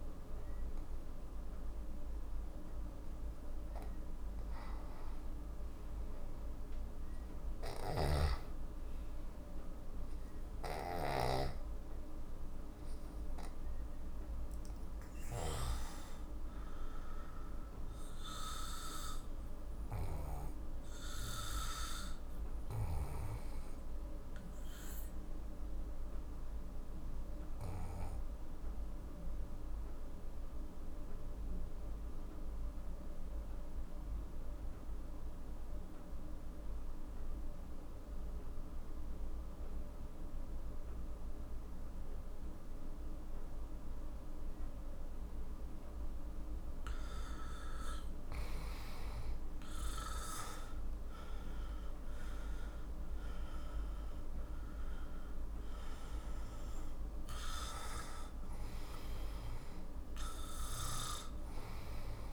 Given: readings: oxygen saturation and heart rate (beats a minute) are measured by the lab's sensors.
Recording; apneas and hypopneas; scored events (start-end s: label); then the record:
breathing in sleep by a room microphone; 1
8.00-11.50 s: snoring (device-marked)
10.00-15.50 s: arousal
25.00-48.00 s: mixed apnea (oxygen 98% before, 88% lowest, heart rate 57 before, 49 extreme, up 14 after)
49.50-62.33 s: oxygen desaturation (device-marked, oxygen 94% before, 88% lowest, heart rate 51 before, 48 extreme)
50.00-54.00 s: arousal
From the record:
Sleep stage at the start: REM sleep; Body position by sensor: on the back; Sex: male